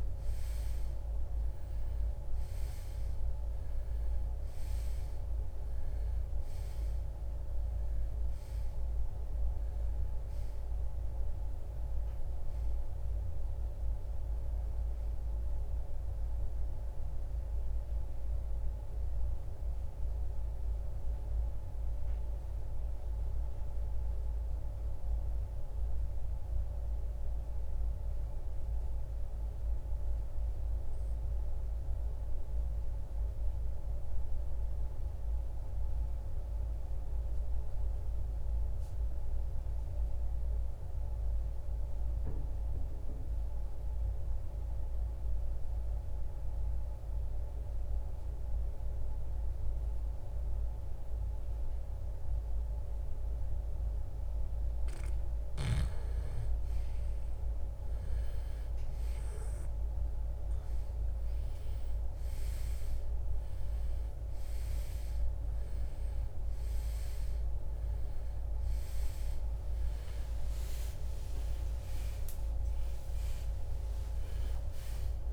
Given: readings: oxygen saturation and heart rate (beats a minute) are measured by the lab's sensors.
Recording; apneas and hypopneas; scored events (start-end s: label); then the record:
breathing in sleep, hard to hear, by a room microphone; 1
3.50-44.50 s: oxygen desaturation (device-marked, oxygen 97% before, 85% lowest, heart rate 60 before, 47 extreme)
22.00-26.00 s: arousal
28.00-53.50 s: obstructive apnea (oxygen 96% before, 85% lowest, heart rate 73 before, 47 extreme, up 9 after)
55.50-59.50 s: arousal
62.50-75.33 s: new sleep stage, N1 (lightest sleep)
68.00-74.00 s: arousal
From the record:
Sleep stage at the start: REM sleep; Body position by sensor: on the right side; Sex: male